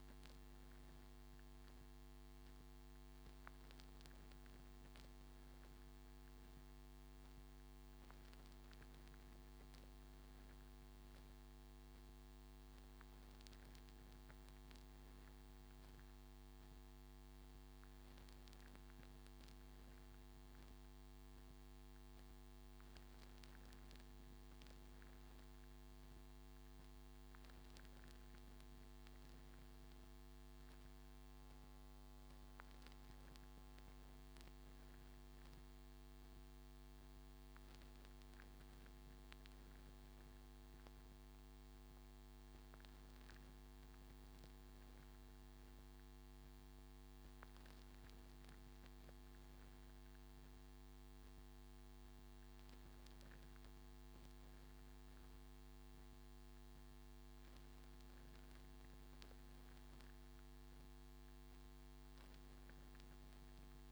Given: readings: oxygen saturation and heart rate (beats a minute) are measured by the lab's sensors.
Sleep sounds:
breathing in sleep, hard to hear, by a microphone on the trachea; none
none scored
From the record:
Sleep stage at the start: N3 (deep sleep); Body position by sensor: on the front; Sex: male

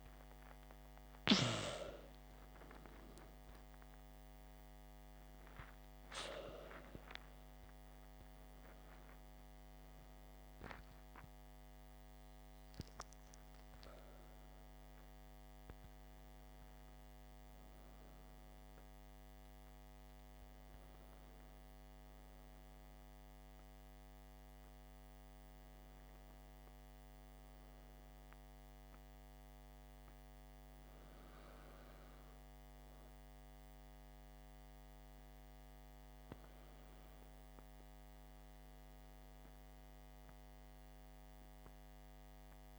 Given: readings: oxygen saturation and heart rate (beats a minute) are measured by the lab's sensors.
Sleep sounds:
breathing in sleep by a microphone on the trachea; none
3.50-9.50 s: arousal
From the record:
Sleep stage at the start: N2 (light sleep); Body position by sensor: on the back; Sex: male

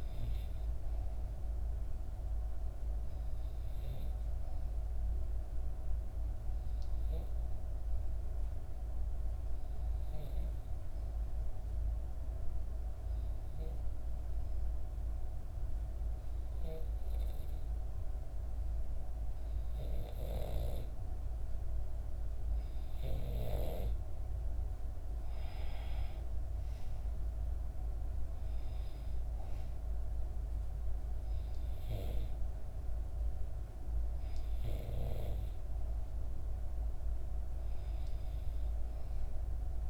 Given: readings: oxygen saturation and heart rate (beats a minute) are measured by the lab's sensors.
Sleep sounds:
breathing in sleep by a room microphone; 1
7.50-21.50 s: obstructive apnea (oxygen 95% before, 90% lowest, heart rate 60 before, 58 extreme, up 4 after)
23.50-27.50 s: arousal
24.00-39.90 s: oxygen desaturation (device-marked, oxygen 96% before, 92% lowest, heart rate 60 before, 58 extreme)
From the record:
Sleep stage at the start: N2 (light sleep); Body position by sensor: on the back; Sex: female

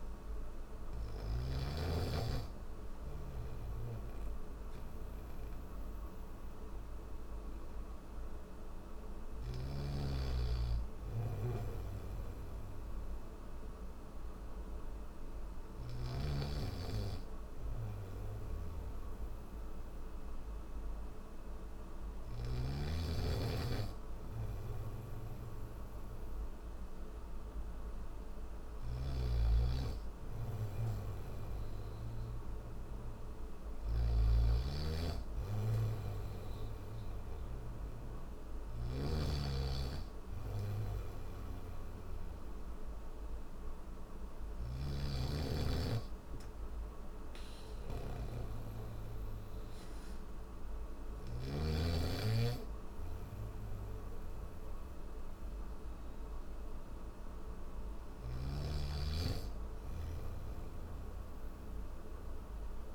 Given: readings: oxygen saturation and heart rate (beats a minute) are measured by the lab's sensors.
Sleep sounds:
breathing in sleep by a room microphone; none
0.00-3.50 s: oxygen desaturation (device-marked, oxygen 91% lowest)
15.00-22.00 s: snoring (device-marked)
24.00-51.00 s: snoring (device-marked)
From the record:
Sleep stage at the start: N1 (lightest sleep); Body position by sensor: on the back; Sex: male

